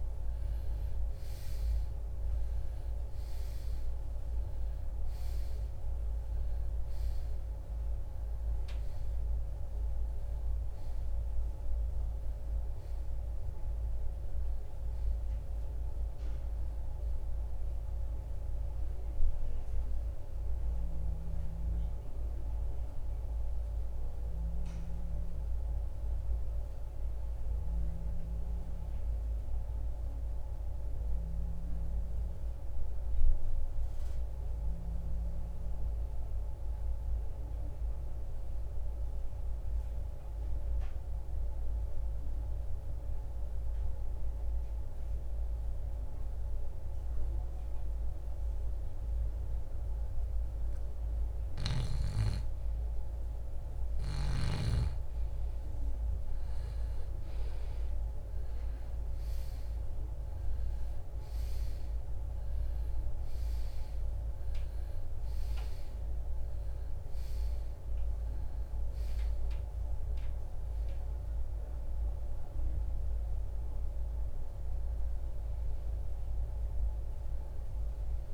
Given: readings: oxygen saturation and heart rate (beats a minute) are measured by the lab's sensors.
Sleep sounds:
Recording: breathing in sleep, hard to hear, by a room microphone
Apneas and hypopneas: 1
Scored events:
0.50-78.34 s: new sleep stage, REM sleep
24.50-40.50 s: oxygen desaturation (device-marked, oxygen 94% before, 83% lowest, heart rate 74 before, 52 extreme)
24.50-52.00 s: mixed apnea (oxygen 96% before, 83% lowest, heart rate 74 before, 52 extreme, up 10 after)
53.50-58.00 s: arousal
74.50-78.34 s: oxygen desaturation (device-marked, oxygen 96% before, 83% lowest, heart rate 69 before, 41 extreme)
From the record:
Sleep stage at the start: N2 (light sleep)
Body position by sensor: on the right side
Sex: male

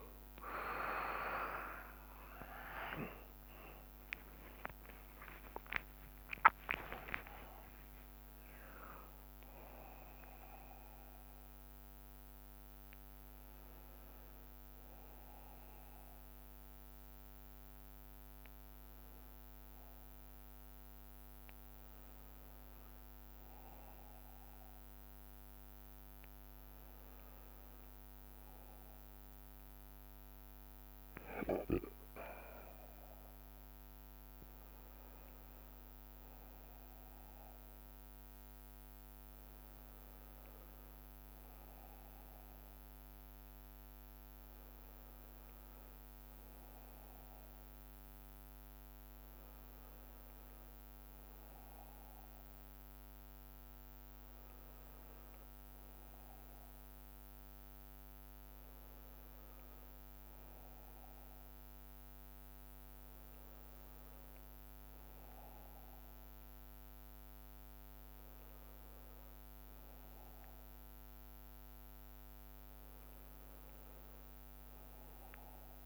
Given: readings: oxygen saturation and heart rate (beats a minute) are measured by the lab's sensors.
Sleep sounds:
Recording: a person partly awake in a sleep study, by a microphone on the trachea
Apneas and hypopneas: none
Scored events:
0.00-2.00 s: drop in pulse transit time (device-marked, heart rate 121 extreme)
0.00-14.00 s: bradycardia (device-marked)
1.00-75.86 s: new sleep stage, N1 (lightest sleep)
13.00-21.00 s: drop in pulse transit time (device-marked)
33.00-38.00 s: arousal
From the record:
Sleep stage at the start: awake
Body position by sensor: on the right side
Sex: male

